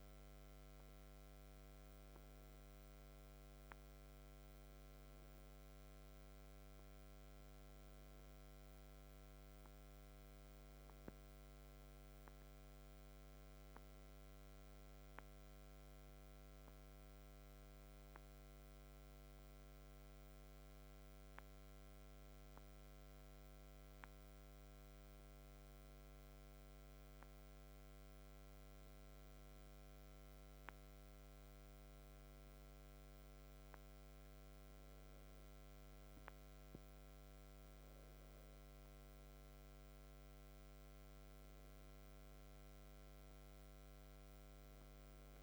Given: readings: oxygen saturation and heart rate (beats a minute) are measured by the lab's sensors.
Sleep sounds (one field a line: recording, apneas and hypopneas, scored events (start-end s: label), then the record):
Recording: breathing in sleep, hard to hear, by a microphone on the trachea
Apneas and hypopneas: none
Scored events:
14.50-45.43 s: new sleep stage, N2 (light sleep)
From the record:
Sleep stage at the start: N1 (lightest sleep)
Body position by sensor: on the back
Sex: male